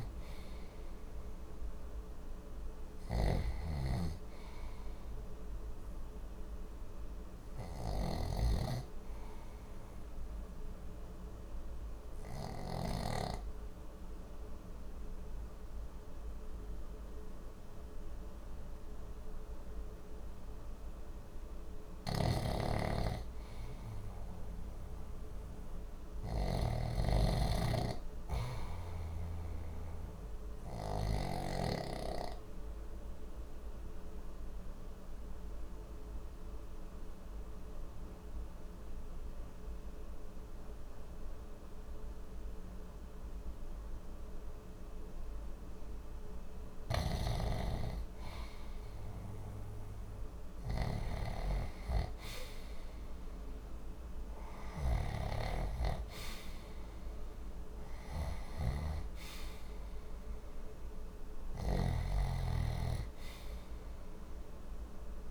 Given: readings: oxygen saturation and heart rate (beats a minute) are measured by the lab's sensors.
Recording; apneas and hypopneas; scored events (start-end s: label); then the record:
breathing in sleep by a room microphone; 2
0.00-12.50 s: snoring (device-marked)
9.00-22.00 s: obstructive apnea (oxygen 93% before, 91% lowest, heart rate 62 before, 59 extreme, up 1 after)
21.50-31.00 s: snoring (device-marked)
24.00-27.00 s: arousal
31.00-46.00 s: obstructive apnea (oxygen 98% before, 91% lowest, heart rate 60 before, 60 extreme, up 0 after)
36.00-56.00 s: oxygen desaturation (device-marked, oxygen 97% before, 92% lowest, heart rate 60 before, 59 extreme)
52.00-56.00 s: arousal
58.00-65.31 s: snoring (device-marked)
From the record:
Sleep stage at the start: REM sleep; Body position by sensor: on the left side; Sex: male